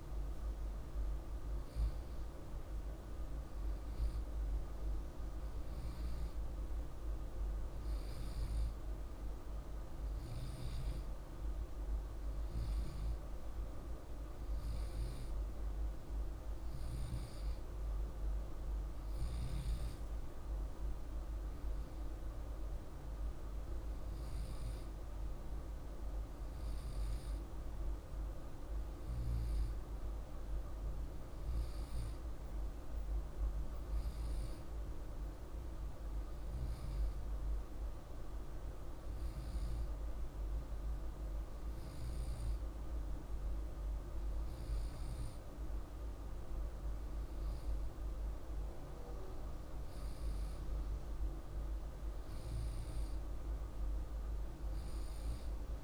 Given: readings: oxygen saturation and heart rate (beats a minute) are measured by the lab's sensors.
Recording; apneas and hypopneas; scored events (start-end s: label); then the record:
breathing in sleep, hard to hear, by a room microphone; none
none scored
From the record:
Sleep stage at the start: REM sleep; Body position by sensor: on the left side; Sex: male